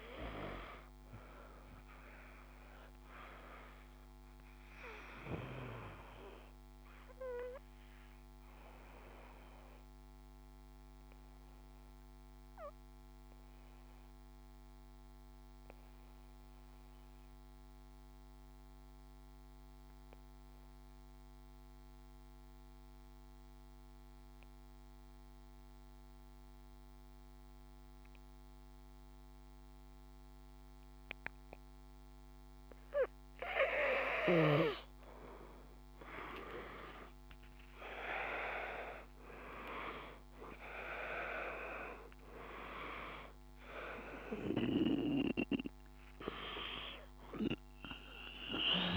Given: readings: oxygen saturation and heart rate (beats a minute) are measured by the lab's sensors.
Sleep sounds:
breathing in sleep by a microphone on the trachea; 1
0.00-16.50 s: oxygen desaturation (device-marked, oxygen 90% lowest, heart rate 51 extreme)
8.50-31.50 s: obstructive apnea (oxygen 97% before, 89% lowest, heart rate 54 before, 51 extreme, up 3 after)
31.50-48.96 s: oxygen desaturation (device-marked, oxygen 98% before, 89% lowest, heart rate 52 before, 51 extreme)
35.00-38.50 s: arousal
From the record:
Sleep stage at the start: N2 (light sleep); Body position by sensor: on the back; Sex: male

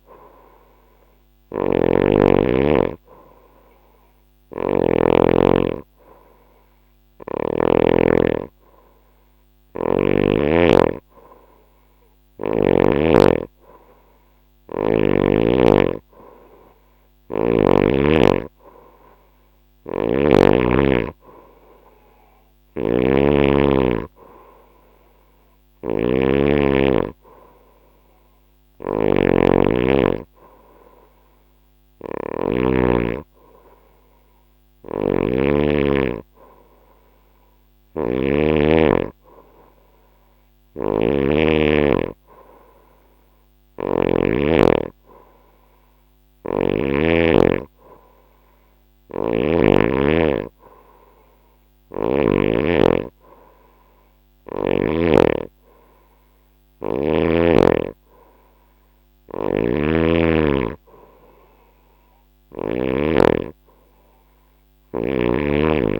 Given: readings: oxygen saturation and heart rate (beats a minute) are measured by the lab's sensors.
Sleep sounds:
breathing in sleep by a microphone on the trachea; none
0.50-7.00 s: snoring (device-marked)
19.00-32.00 s: snoring (device-marked)
34.00-43.50 s: snoring (device-marked)
48.00-51.50 s: snoring (device-marked)
58.50-62.00 s: snoring (device-marked)
From the record:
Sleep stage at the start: N2 (light sleep); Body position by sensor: on the right side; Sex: female

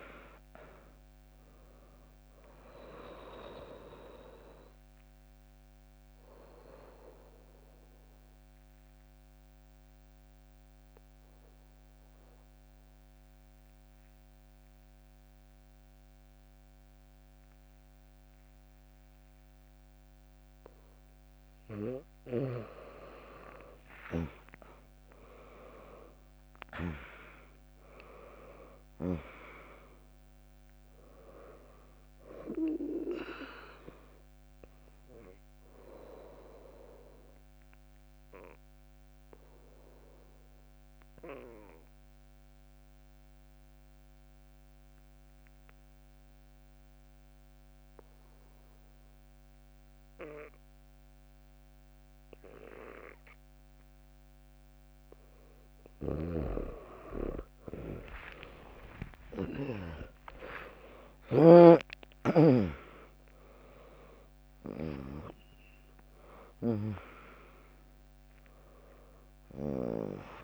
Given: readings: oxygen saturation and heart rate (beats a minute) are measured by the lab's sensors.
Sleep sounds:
breathing in sleep by a microphone on the trachea; 2
0.00-6.00 s: drop in pulse transit time (device-marked, heart rate 63 extreme)
0.00-17.00 s: oxygen desaturation (device-marked, oxygen 96% lowest, heart rate 60 extreme)
5.50-20.50 s: obstructive apnea (oxygen 100% before, 96% lowest, heart rate 71 before, 60 extreme)
23.50-27.50 s: arousal
28.00-47.00 s: drop in pulse transit time (device-marked, heart rate 75 before, 63 extreme)
31.00-47.00 s: oxygen desaturation (device-marked, oxygen 100% before, 96% lowest, heart rate 73 before, 58 extreme)
34.00-54.50 s: obstructive apnea (oxygen 100% before, 96% lowest, heart rate 71 before, 58 extreme, up 7 after)
48.00-51.00 s: bradycardia (device-marked, heart rate 75 before, 63 extreme)
58.00-62.50 s: arousal
61.00-70.44 s: drop in pulse transit time (device-marked, heart rate 67 before, 62 extreme)
61.00-70.44 s: oxygen desaturation (device-marked, oxygen 100% before, 96% lowest, heart rate 67 before, 60 extreme)
From the record:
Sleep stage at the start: N2 (light sleep); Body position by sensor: on the back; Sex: female

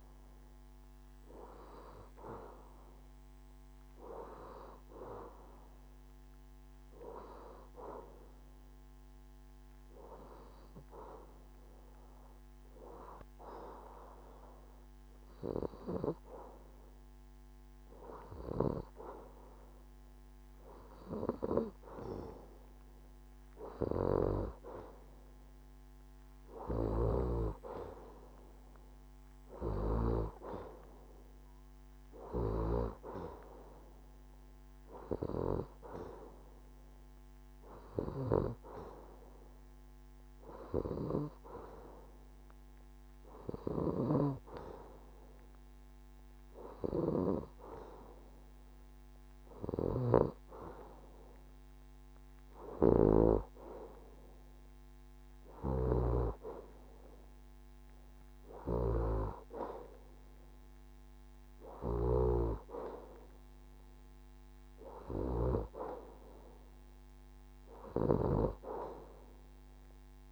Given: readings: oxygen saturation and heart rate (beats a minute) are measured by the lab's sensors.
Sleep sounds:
breathing in sleep by a microphone on the trachea; 1
0.00-17.50 s: oxygen desaturation (device-marked, oxygen 89% lowest, heart rate 68 extreme)
9.50-22.50 s: hypopnea (oxygen 94% before, 89% lowest, heart rate 72 before, 69 extreme, up 4 after)
24.00-28.50 s: arousal
From the record:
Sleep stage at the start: N2 (light sleep); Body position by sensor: on the left side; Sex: female

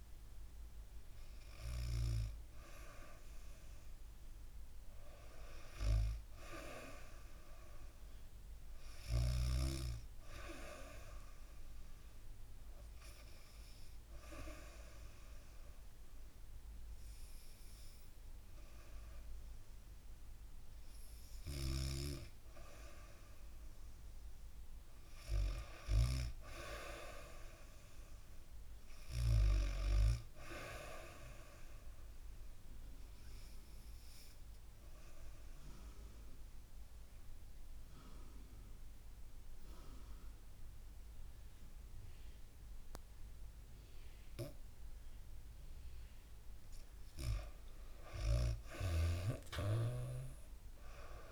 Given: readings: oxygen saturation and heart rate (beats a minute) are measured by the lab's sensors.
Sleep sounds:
breathing in sleep by a room microphone; 1
0.00-1.50 s: oxygen desaturation (device-marked, oxygen 95% lowest, heart rate 68 extreme)
0.00-1.50 s: snoring (device-marked)
21.00-25.50 s: snoring (device-marked)
35.00-47.00 s: obstructive apnea (oxygen 98% before, 93% lowest, heart rate 70 before, 62 extreme, up 4 after)
From the record:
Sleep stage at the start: N2 (light sleep); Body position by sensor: on the back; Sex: female

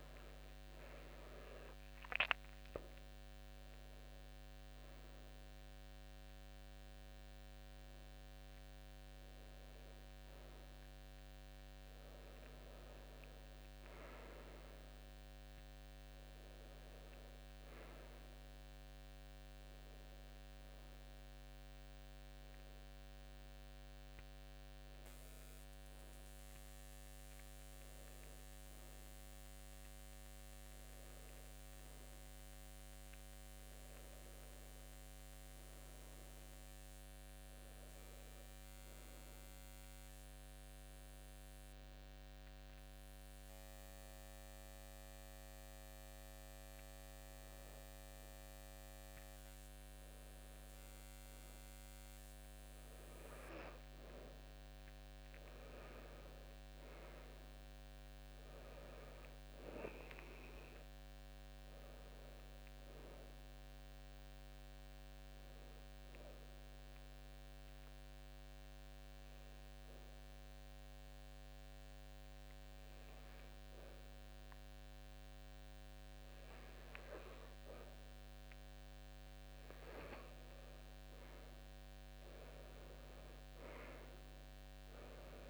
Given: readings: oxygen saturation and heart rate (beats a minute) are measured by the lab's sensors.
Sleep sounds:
a person partly awake in a sleep study, hard to hear, by a microphone on the trachea; 2
10.50-40.50 s: new sleep stage, N1 (lightest sleep)
25.50-35.50 s: oxygen desaturation (device-marked, oxygen 99% before, 96% lowest, heart rate 79 before, 73 extreme)
39.50-50.50 s: hypopnea (oxygen 99% before, 91% lowest, heart rate 75 before, 73 extreme, up 0 after)
40.50-85.50 s: new sleep stage, N2 (light sleep)
55.00-58.50 s: arousal
62.50-79.50 s: oxygen desaturation (device-marked, oxygen 96% before, 92% lowest, heart rate 74 before, 72 extreme)
65.50-78.50 s: hypopnea (oxygen 98% before, 91% lowest, heart rate 74 before, 72 extreme, up 0 after)
82.50-85.50 s: arousal
From the record:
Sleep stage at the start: awake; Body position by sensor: on the back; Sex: male

